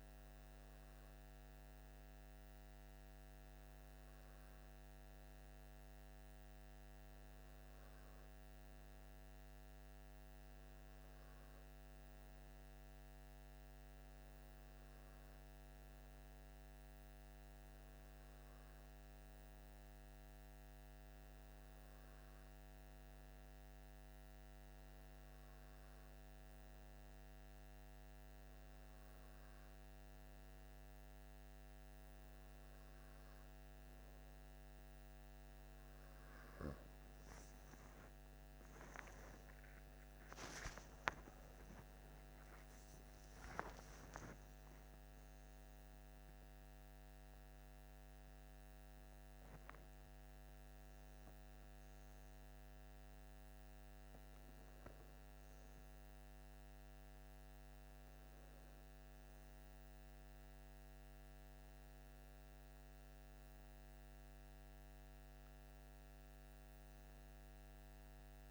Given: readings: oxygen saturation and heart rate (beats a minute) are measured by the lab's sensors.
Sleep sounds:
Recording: breathing in sleep, hard to hear, by a microphone on the trachea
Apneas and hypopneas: none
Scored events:
39.50-44.50 s: arousal
From the record:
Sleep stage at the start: N2 (light sleep)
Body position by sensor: on the left side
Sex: male

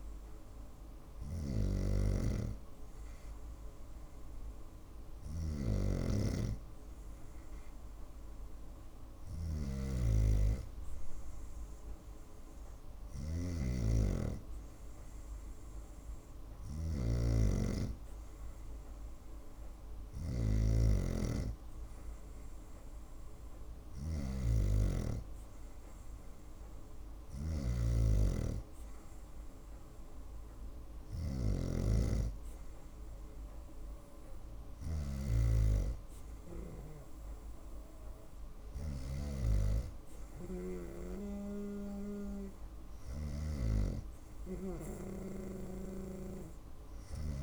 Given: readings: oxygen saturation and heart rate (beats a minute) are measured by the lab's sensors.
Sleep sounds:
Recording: breathing in sleep by a room microphone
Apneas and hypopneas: none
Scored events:
5.00-16.50 s: snoring (device-marked)
From the record:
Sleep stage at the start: N2 (light sleep)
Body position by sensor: on the right side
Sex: female

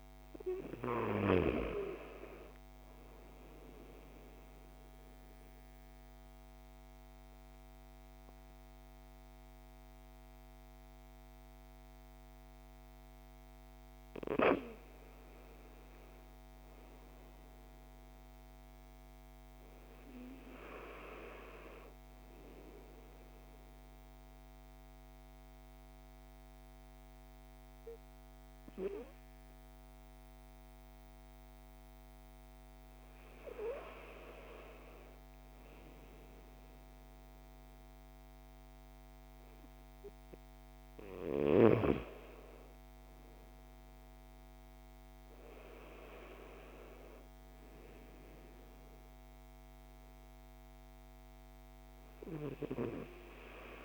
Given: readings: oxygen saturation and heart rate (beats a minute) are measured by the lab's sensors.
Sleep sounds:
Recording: breathing in sleep by a microphone on the trachea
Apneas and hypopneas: 2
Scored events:
1.50-18.50 s: oxygen desaturation (device-marked, oxygen 98% before, 94% lowest)
4.00-14.00 s: obstructive apnea (oxygen 98% before, 94% lowest)
16.00-19.00 s: arousal
22.00-34.00 s: obstructive apnea (oxygen 98% before, 94% lowest)
35.50-38.50 s: arousal
From the record:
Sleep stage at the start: N2 (light sleep)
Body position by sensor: on the back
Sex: male

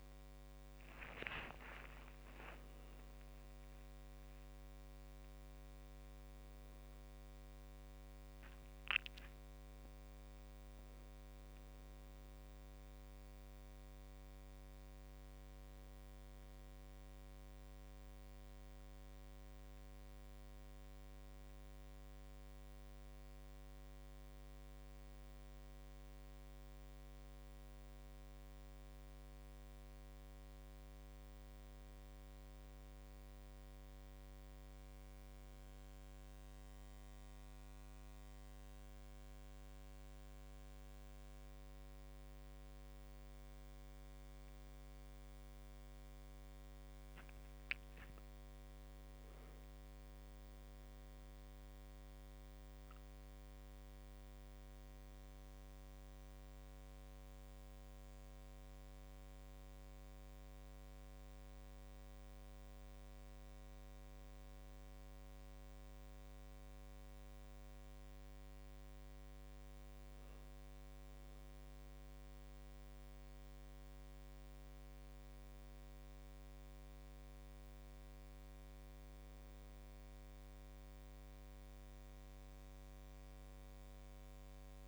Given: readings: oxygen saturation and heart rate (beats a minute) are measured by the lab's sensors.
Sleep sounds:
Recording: a person awake in a sleep study, hard to hear, by a microphone on the trachea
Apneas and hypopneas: none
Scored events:
0.00-6.50 s: drop in pulse transit time (device-marked, heart rate 58 extreme)
2.50-4.50 s: long interval between heartbeats (device-marked, heart rate 64 before, 58 extreme)
43.50-74.50 s: oxygen desaturation (device-marked, oxygen 97% before, 93% lowest, heart rate 48 before, 48 extreme)
From the record:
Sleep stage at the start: awake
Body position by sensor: on the right side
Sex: male

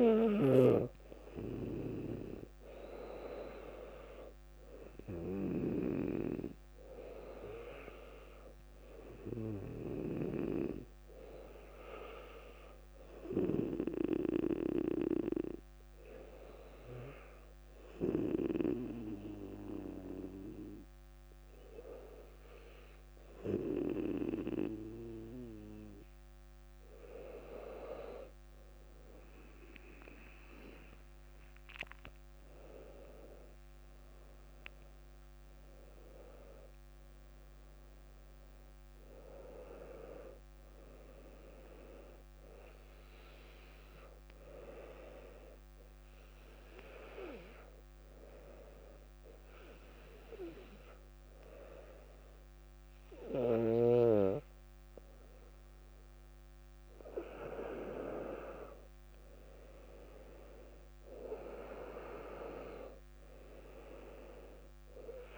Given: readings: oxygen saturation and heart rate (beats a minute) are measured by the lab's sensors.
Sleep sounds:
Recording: breathing in sleep by a microphone on the trachea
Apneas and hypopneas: 2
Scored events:
17.00-27.50 s: obstructive apnea (oxygen 98% before, 97% lowest, heart rate 60 before, 56 extreme, up 6 after)
30.50-35.00 s: arousal
46.00-56.00 s: hypopnea (oxygen 98% before, 95% lowest, heart rate 62 before, 55 extreme, up 3 after)
59.00-62.50 s: arousal
From the record:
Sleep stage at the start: N2 (light sleep)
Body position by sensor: on the back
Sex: female

